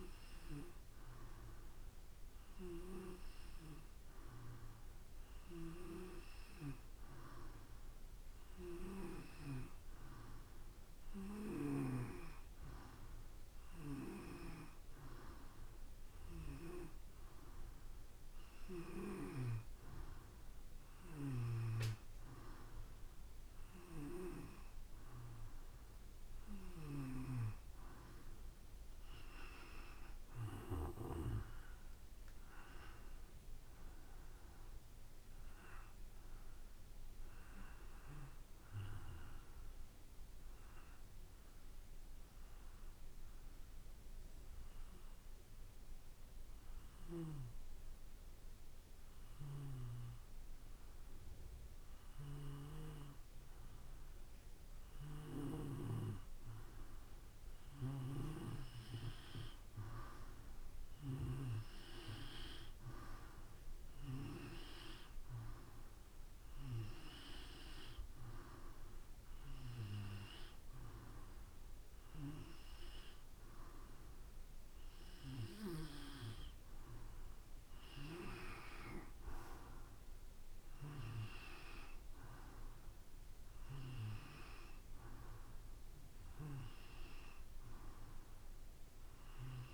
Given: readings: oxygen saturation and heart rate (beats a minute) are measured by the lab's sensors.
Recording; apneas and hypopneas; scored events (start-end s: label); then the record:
breathing in sleep by a room microphone; 1
6.00-12.50 s: snoring (device-marked)
21.50-27.50 s: snoring (device-marked)
27.50-43.50 s: drop in pulse transit time (device-marked, heart rate 59 before, 57 extreme)
36.50-40.00 s: arousal
42.00-55.50 s: hypopnea (oxygen 95% before, 90% lowest, heart rate 58 before, 56 extreme, up 5 after)
53.50-77.50 s: oxygen desaturation (device-marked, oxygen 95% before, 90% lowest, heart rate 58 before, 57 extreme)
58.50-62.50 s: arousal
From the record:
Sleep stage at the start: N2 (light sleep); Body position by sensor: on the back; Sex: male